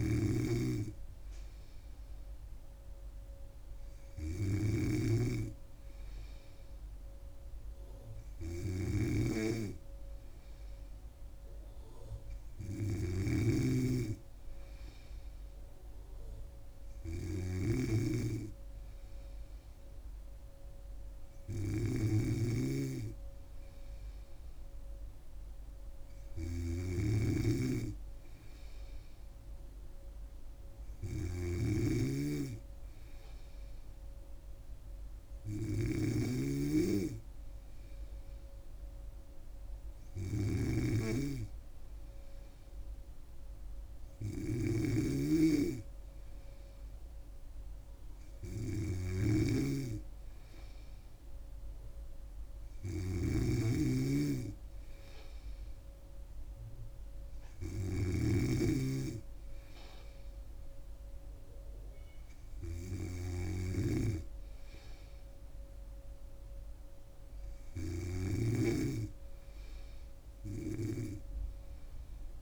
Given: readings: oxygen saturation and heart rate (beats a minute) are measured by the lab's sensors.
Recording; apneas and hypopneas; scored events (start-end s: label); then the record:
breathing in sleep by a room microphone; none
0.00-72.42 s: snoring (device-marked)
From the record:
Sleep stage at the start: N3 (deep sleep); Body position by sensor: on the back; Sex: female